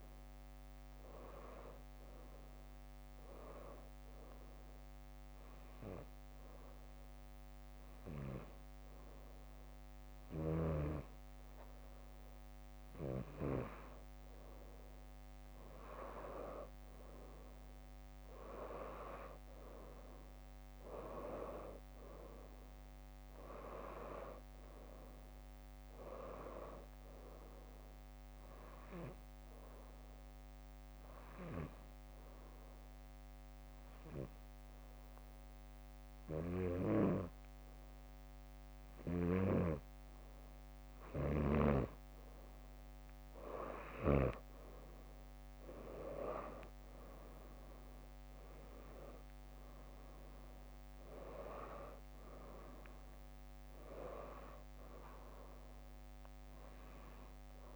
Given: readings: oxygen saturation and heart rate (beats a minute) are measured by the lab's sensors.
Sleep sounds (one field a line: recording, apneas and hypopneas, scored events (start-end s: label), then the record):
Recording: breathing in sleep by a microphone on the trachea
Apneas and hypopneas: 2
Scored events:
2.50-4.50 s: bradycardia (device-marked, heart rate 64 before, 63 extreme)
3.00-13.50 s: hypopnea (oxygen 90% before, 89% lowest, heart rate 63 before, 58 extreme, up 6 after)
15.50-19.50 s: arousal
28.50-30.50 s: bradycardia (device-marked, heart rate 64 before, 63 extreme)
32.00-42.00 s: obstructive apnea (oxygen 91% before, 89% lowest, heart rate 62 before, 60 extreme, up 7 after)
41.50-52.50 s: drop in pulse transit time (device-marked, heart rate 62 before, 61 extreme)
46.00-50.00 s: arousal
From the record:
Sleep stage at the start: N2 (light sleep)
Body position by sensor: on the back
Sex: female